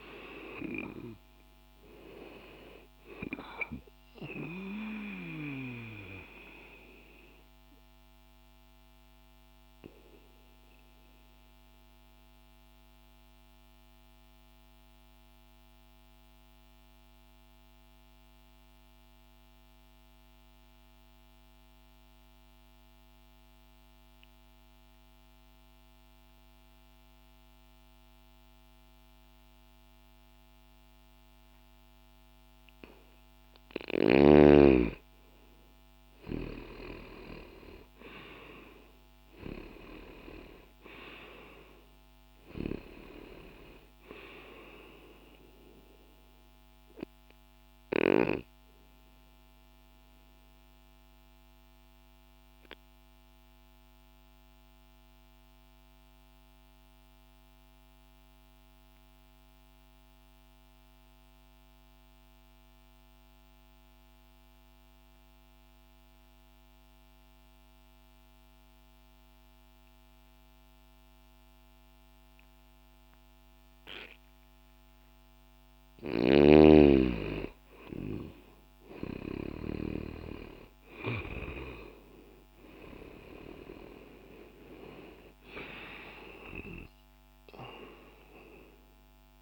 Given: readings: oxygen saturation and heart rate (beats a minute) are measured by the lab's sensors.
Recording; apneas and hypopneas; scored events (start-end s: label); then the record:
breathing in sleep by a microphone on the trachea; 2
0.00-12.00 s: oxygen desaturation (device-marked, oxygen 92% lowest, heart rate 60 extreme)
6.00-32.00 s: mixed apnea (oxygen 97% before, 86% lowest, heart rate 60 before, 60 extreme, up 0 after)
19.00-30.00 s: oxygen desaturation (device-marked, oxygen 93% before, 86% lowest, heart rate 60 before, 60 extreme)
34.00-38.50 s: arousal
47.50-74.50 s: obstructive apnea (oxygen 97% before, 88% lowest, heart rate 60 before, 59 extreme, up 0 after)
64.00-73.00 s: oxygen desaturation (device-marked, oxygen 93% before, 90% lowest, heart rate 60 before, 60 extreme)
77.50-82.00 s: arousal
81.00-89.42 s: oxygen desaturation (device-marked, oxygen 97% before, 88% lowest, heart rate 60 before, 59 extreme)
From the record:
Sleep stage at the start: N2 (light sleep); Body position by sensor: on the back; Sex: male